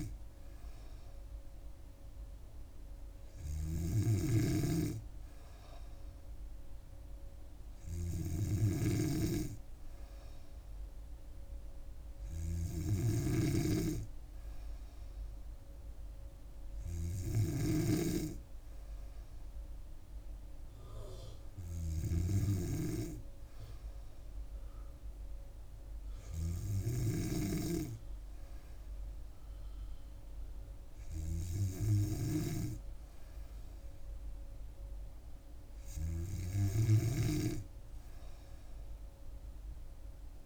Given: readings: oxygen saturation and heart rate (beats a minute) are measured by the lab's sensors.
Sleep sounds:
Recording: breathing in sleep by a room microphone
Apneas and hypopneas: none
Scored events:
0.00-4.50 s: snoring (device-marked)
13.00-18.00 s: snoring (device-marked)
17.50-40.46 s: new sleep stage, N3 (deep sleep)
27.00-37.50 s: snoring (device-marked)
From the record:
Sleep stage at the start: N2 (light sleep)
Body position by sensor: on the back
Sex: female

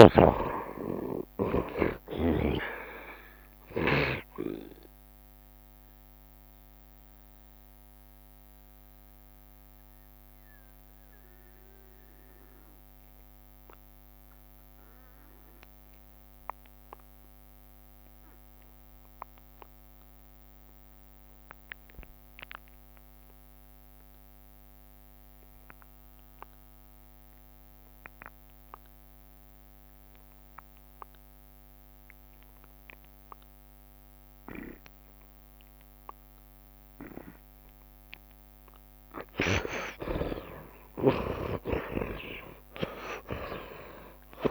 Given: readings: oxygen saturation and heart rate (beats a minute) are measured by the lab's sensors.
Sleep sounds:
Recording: breathing in sleep by a microphone on the trachea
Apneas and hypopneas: 1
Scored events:
0.00-1.00 s: arousal
0.00-1.00 s: long interval between heartbeats (device-marked, heart rate 98 extreme)
0.00-18.00 s: oxygen desaturation (device-marked, oxygen 51% lowest)
2.00-4.00 s: long interval between heartbeats (device-marked, heart rate 80 before, 82 extreme)
4.00-6.00 s: long interval between heartbeats (device-marked, heart rate 81 before, 83 extreme)
4.00-16.00 s: bradycardia (device-marked)
5.50-38.50 s: mixed apnea (oxygen 85% before, 48% lowest)
7.00-9.00 s: long interval between heartbeats (device-marked, heart rate 82 before, 42 extreme)
25.00-44.50 s: oxygen desaturation (device-marked, oxygen 82% before, 48% lowest, heart rate 51 before, 40 extreme)
40.50-44.50 s: arousal
41.00-43.00 s: long interval between heartbeats (device-marked, heart rate 77 before, 98 extreme)
From the record:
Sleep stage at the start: N2 (light sleep)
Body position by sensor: on the right side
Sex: male

